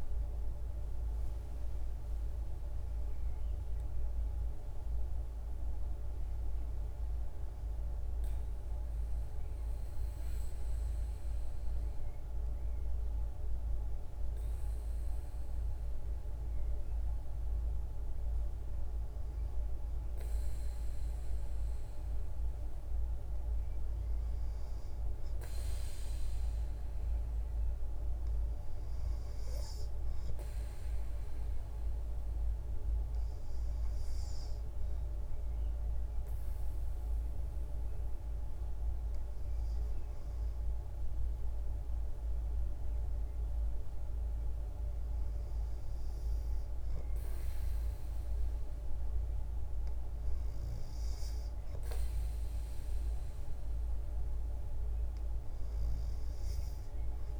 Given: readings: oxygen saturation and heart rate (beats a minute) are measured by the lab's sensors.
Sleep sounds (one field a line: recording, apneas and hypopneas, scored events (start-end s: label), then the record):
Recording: breathing in sleep, hard to hear, by a room microphone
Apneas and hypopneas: 1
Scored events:
6.00-57.39 s: new sleep stage, N2 (light sleep)
7.50-19.00 s: hypopnea (oxygen 96% before, 93% lowest, heart rate 59 before, 55 extreme, up 1 after)
21.50-26.00 s: arousal
From the record:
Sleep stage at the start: N1 (lightest sleep)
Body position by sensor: on the back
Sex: female